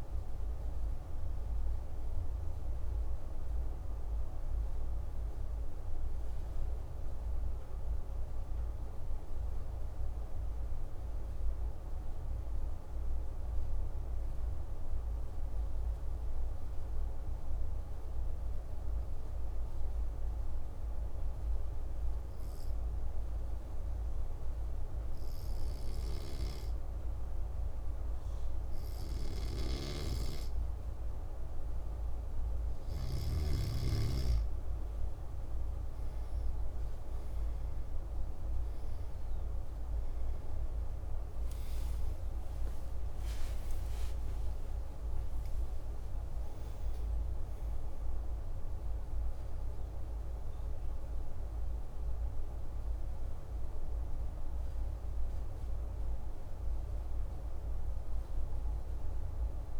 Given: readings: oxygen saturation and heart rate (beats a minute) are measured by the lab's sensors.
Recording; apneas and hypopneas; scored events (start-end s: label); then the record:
breathing in sleep, hard to hear, by a room microphone; 1
10.50-32.00 s: obstructive apnea (oxygen 98% before, 93% lowest)
38.00-54.00 s: oxygen desaturation (device-marked, oxygen 98% before, 93% lowest)
41.00-47.50 s: arousal
From the record:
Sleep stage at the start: N2 (light sleep); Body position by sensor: on the back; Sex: male